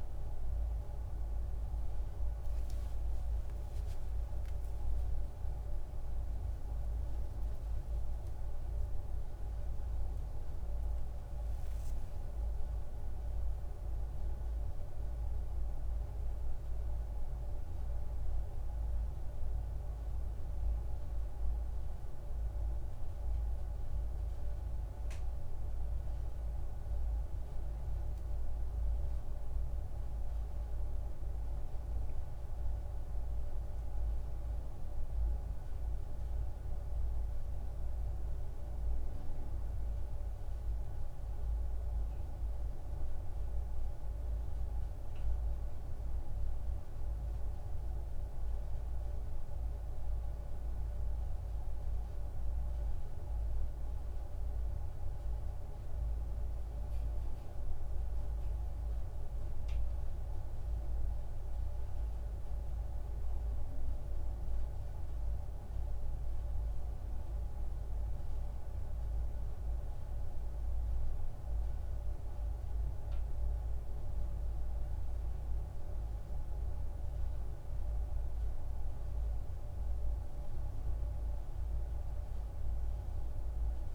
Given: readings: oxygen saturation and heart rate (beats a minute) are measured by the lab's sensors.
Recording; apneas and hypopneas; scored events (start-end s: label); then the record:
a person awake in a sleep study, hard to hear, by a room microphone; none
none scored
From the record:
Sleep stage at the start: awake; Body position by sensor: on the back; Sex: male